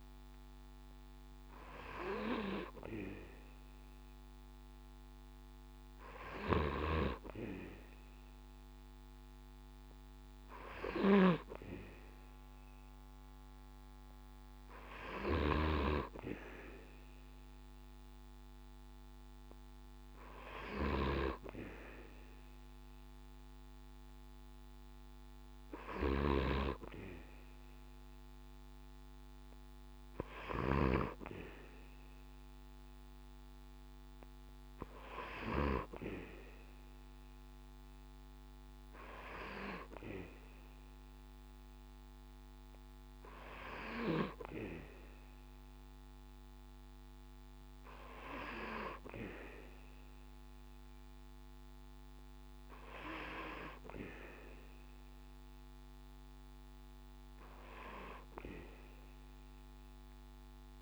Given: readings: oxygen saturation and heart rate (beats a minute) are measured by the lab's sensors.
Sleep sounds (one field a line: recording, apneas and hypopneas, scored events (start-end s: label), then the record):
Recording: breathing in sleep by a microphone on the trachea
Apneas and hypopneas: none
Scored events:
15.00-26.00 s: snoring (device-marked)
From the record:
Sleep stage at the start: N2 (light sleep)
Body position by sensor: on the back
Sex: male